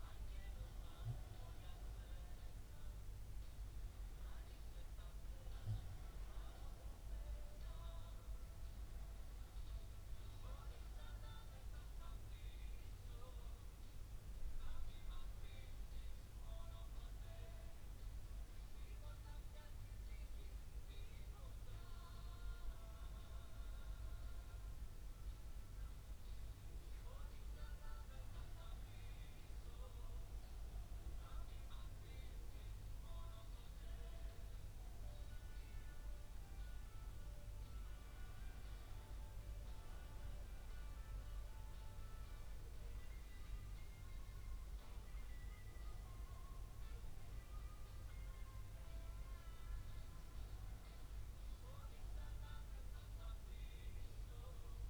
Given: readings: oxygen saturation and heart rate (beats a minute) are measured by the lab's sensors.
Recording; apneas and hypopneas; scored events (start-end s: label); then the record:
breathing in sleep, hard to hear, by a room microphone; 1
17.50-28.50 s: central apnea (oxygen 99% before, 95% lowest, heart rate 66 before, 65 extreme, up 1 after)
17.50-54.89 s: new sleep stage, N2 (light sleep)
31.50-35.50 s: arousal
From the record:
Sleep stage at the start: N1 (lightest sleep); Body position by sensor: on the back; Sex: male